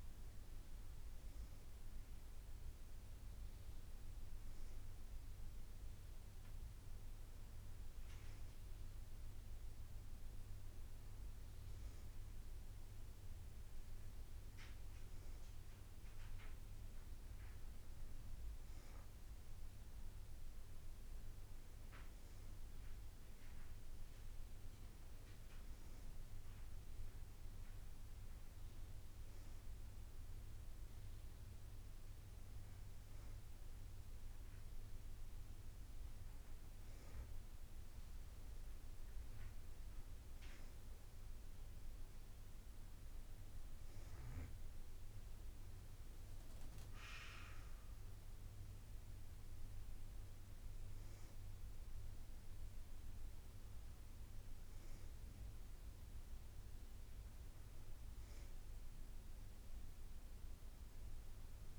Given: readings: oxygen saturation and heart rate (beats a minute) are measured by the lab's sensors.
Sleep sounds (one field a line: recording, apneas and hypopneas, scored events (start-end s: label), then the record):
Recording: breathing in sleep, hard to hear, by a room microphone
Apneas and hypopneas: none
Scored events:
none scored
From the record:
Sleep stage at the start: N2 (light sleep)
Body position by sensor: on the back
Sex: female